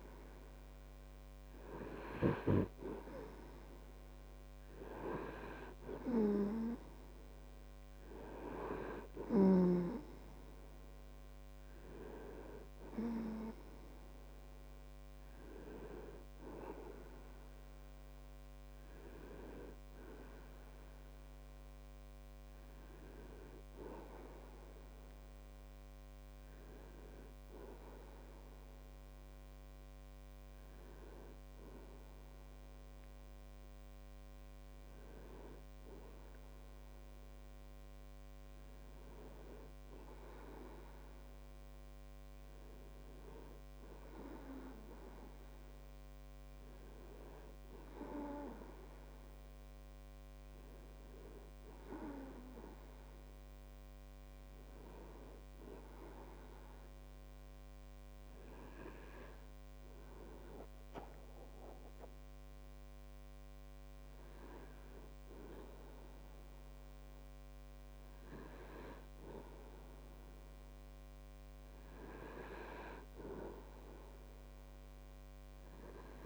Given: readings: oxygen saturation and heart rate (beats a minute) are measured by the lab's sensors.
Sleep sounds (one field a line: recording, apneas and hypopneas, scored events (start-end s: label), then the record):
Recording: breathing in sleep by a microphone on the trachea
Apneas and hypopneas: none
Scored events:
0.00-1.50 s: arousal
From the record:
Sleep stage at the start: REM sleep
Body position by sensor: on the right side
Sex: male